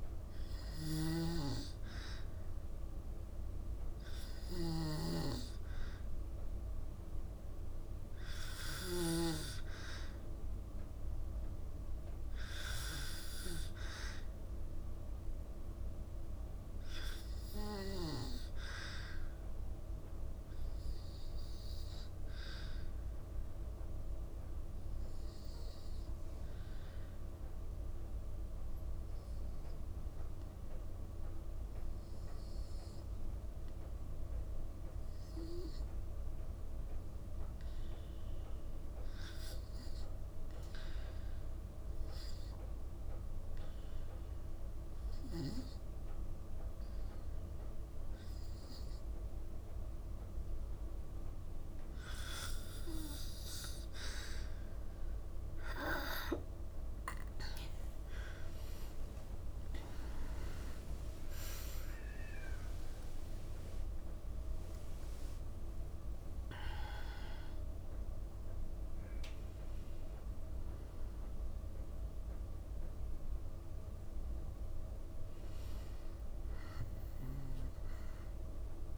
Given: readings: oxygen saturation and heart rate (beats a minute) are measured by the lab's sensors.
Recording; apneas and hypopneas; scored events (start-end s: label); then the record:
breathing in sleep by a room microphone; 1
0.00-8.50 s: snoring (device-marked)
10.50-15.50 s: arousal
21.00-52.50 s: hypopnea (oxygen 94% before, 87% lowest, heart rate 54 before, 53 extreme, up 4 after)
53.50-78.98 s: oxygen desaturation (device-marked, oxygen 94% before, 87% lowest, heart rate 55 before, 52 extreme)
57.00-62.00 s: arousal
From the record:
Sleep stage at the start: N2 (light sleep); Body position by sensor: on the back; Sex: female